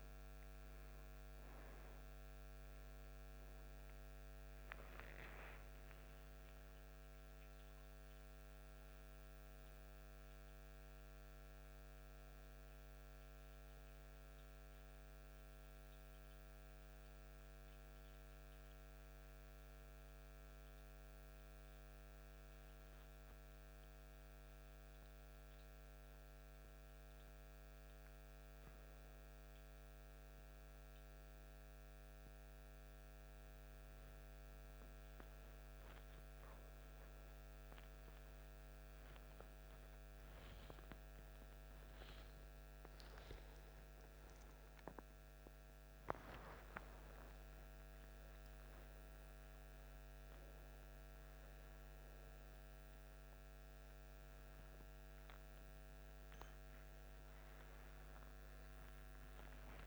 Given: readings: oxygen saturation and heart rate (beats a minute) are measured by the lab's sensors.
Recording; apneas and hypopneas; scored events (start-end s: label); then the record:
a person awake in a sleep study, hard to hear, by a microphone on the trachea; none
50.00-58.00 s: oxygen desaturation (device-marked, oxygen 91% before, 88% lowest, heart rate 109 before, 69 extreme)
From the record:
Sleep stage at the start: awake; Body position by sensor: upright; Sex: male